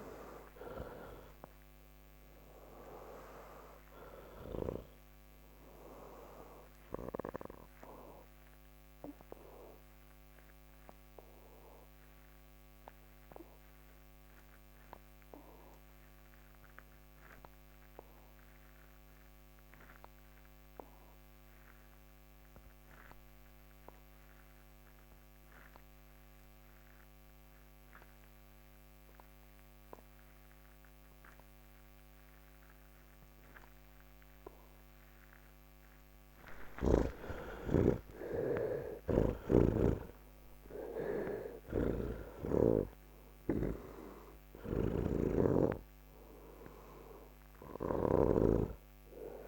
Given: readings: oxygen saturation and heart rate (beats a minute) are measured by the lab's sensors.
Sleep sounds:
breathing in sleep by a microphone on the trachea; 1
0.00-17.00 s: oxygen desaturation (device-marked, oxygen 67% lowest, heart rate 51 extreme)
6.50-34.00 s: mixed apnea (oxygen 79% before, 67% lowest, heart rate 129 before, 84 extreme, up 6 after)
27.00-49.48 s: oxygen desaturation (device-marked, oxygen 98% before, 71% lowest, heart rate 126 before, 70 extreme)
39.00-48.50 s: snoring (device-marked)
From the record:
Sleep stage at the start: N3 (deep sleep); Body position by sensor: on the back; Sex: male

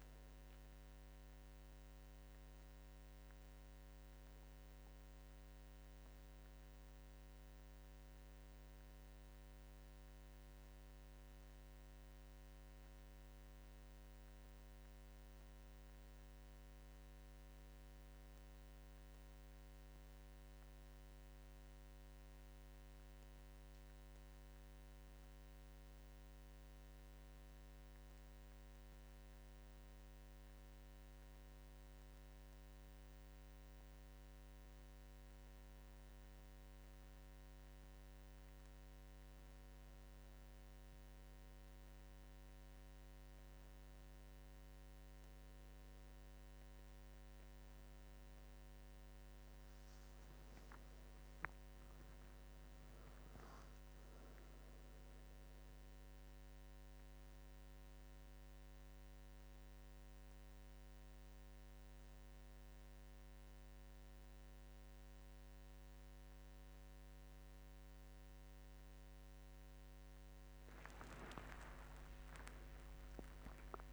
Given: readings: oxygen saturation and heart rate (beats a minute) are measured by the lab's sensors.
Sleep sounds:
breathing in sleep, hard to hear, by a microphone on the trachea; 1
1.50-25.50 s: oxygen desaturation (device-marked, oxygen 95% before, 91% lowest, heart rate 74 before, 71 extreme)
23.50-26.00 s: arousal
28.00-40.50 s: obstructive apnea (oxygen 96% before, 92% lowest, heart rate 75 before, 72 extreme, up 1 after)
61.50-73.93 s: new sleep stage, awake
From the record:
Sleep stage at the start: N2 (light sleep); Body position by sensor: on the back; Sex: male

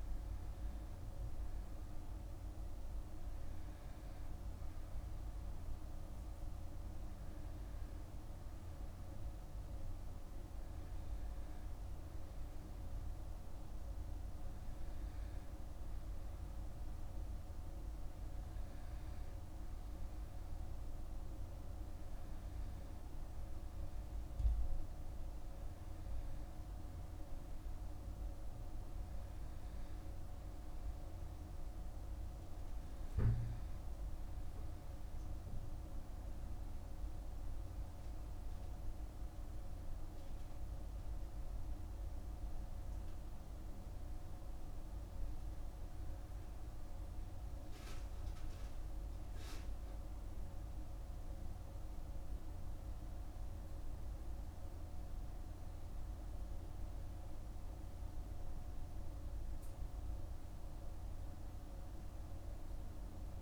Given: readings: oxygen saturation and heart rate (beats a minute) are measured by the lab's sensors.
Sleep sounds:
breathing in sleep, hard to hear, by a room microphone; none
none scored
From the record:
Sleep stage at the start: N2 (light sleep); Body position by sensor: on the back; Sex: male

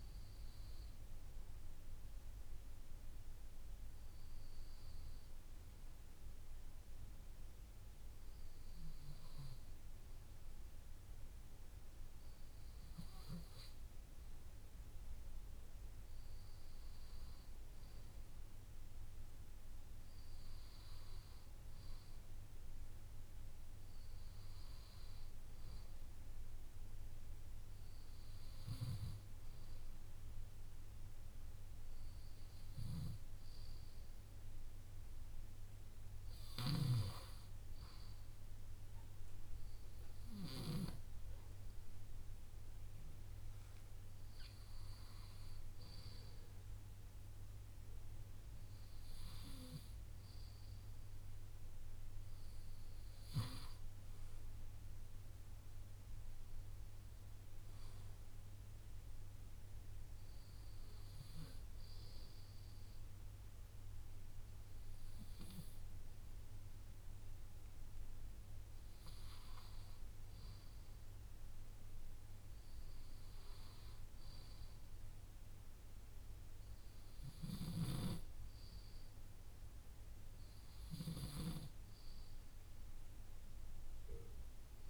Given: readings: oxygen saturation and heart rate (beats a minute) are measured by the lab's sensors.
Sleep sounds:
breathing in sleep by a room microphone; none
none scored
From the record:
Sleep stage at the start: N2 (light sleep); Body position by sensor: on the left side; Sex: male

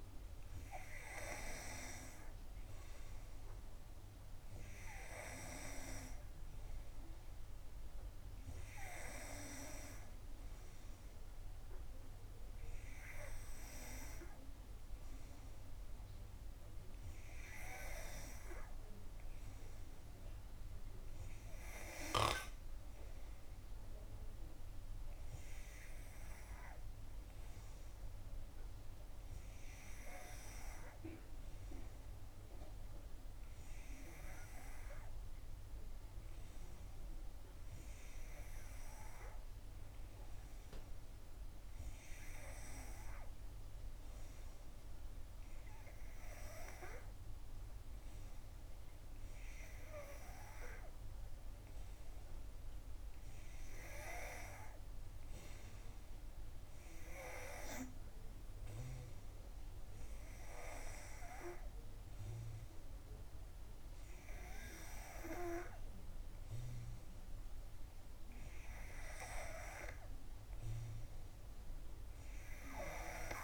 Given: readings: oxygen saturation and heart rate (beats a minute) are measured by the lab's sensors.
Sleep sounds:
breathing in sleep by a room microphone; none
none scored
From the record:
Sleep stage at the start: N3 (deep sleep); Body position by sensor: on the back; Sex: female

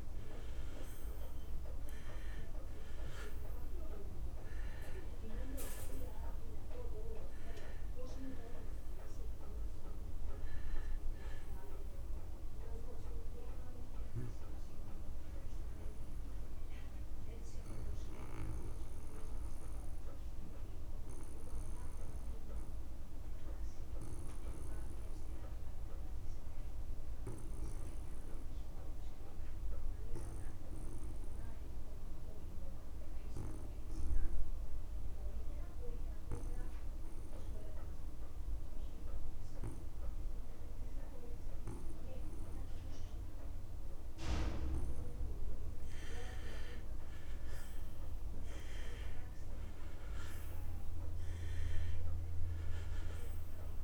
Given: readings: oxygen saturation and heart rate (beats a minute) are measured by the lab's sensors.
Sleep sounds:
breathing in sleep by a room microphone; 1
0.00-29.50 s: oxygen desaturation (device-marked, oxygen 73% lowest)
15.00-45.50 s: obstructive apnea (oxygen 87% before, 73% lowest)
42.50-53.84 s: oxygen desaturation (device-marked, oxygen 99% before, 80% lowest)
47.00-51.00 s: arousal
From the record:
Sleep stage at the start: N2 (light sleep); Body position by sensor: on the back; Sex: male

